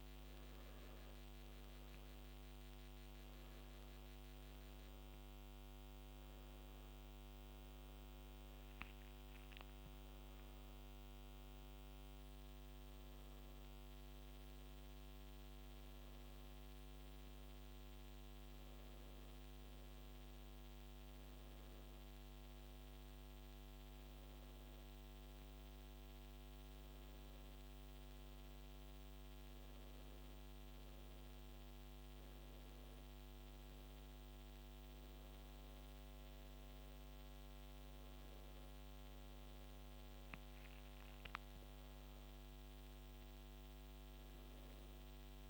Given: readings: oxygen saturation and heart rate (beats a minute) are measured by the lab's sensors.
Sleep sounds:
breathing in sleep, hard to hear, by a microphone on the trachea; none
none scored
From the record:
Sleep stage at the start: N2 (light sleep); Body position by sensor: on the back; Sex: male

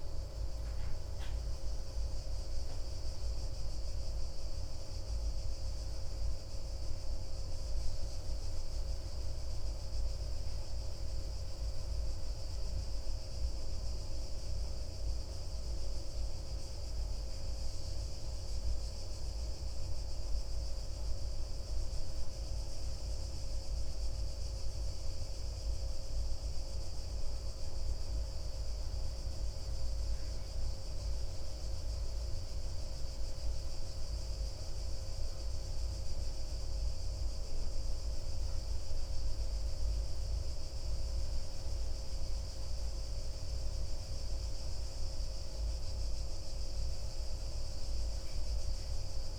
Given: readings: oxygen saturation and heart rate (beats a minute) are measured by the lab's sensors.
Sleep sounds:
breathing in sleep, hard to hear, by a room microphone; none
41.50-49.39 s: new sleep stage, N2 (light sleep)
From the record:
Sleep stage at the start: N1 (lightest sleep); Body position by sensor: on the back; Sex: male

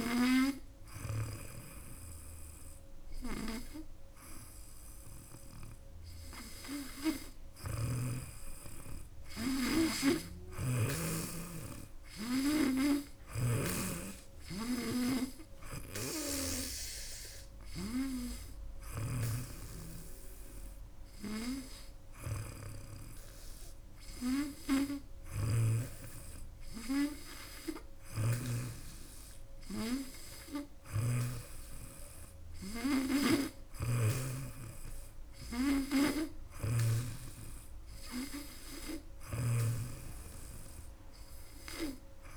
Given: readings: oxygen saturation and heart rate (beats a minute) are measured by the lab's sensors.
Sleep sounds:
breathing in sleep by a room microphone; none
10.00-19.00 s: snoring (device-marked)
27.50-34.00 s: snoring (device-marked)
36.00-42.37 s: snoring (device-marked)
From the record:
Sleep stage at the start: N2 (light sleep); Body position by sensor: on the back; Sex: female

